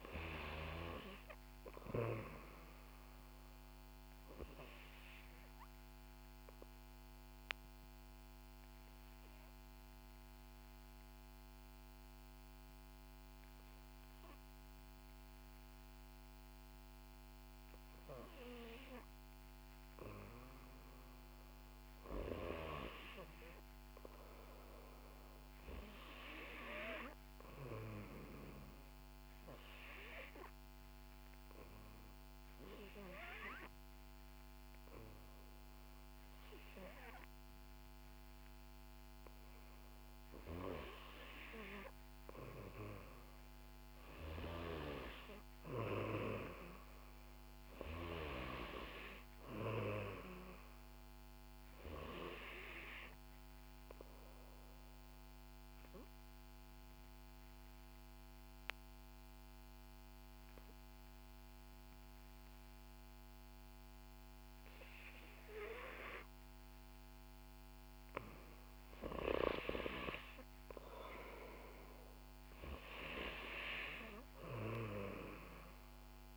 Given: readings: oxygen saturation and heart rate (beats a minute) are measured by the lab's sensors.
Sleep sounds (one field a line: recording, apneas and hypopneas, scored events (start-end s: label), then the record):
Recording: breathing in sleep by a microphone on the trachea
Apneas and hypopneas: 3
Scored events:
5.50-18.00 s: obstructive apnea (oxygen 93% before, 88% lowest, heart rate 65 before, 59 extreme, up 4 after)
19.00-22.50 s: arousal
26.00-39.00 s: oxygen desaturation (device-marked, oxygen 94% before, 91% lowest, heart rate 62 before, 61 extreme)
28.00-39.50 s: obstructive apnea (oxygen 94% before, 88% lowest, heart rate 62 before, 60 extreme, up 2 after)
41.50-44.50 s: arousal
46.00-66.00 s: oxygen desaturation (device-marked, oxygen 92% before, 88% lowest, heart rate 65 before, 59 extreme)
54.00-67.00 s: obstructive apnea (oxygen 94% before, 88% lowest, heart rate 65 before, 59 extreme, up 6 after)
68.00-72.50 s: arousal
72.00-76.37 s: oxygen desaturation (device-marked, oxygen 94% before, 89% lowest, heart rate 63 before, 61 extreme)
From the record:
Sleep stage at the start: N3 (deep sleep)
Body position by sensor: on the back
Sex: female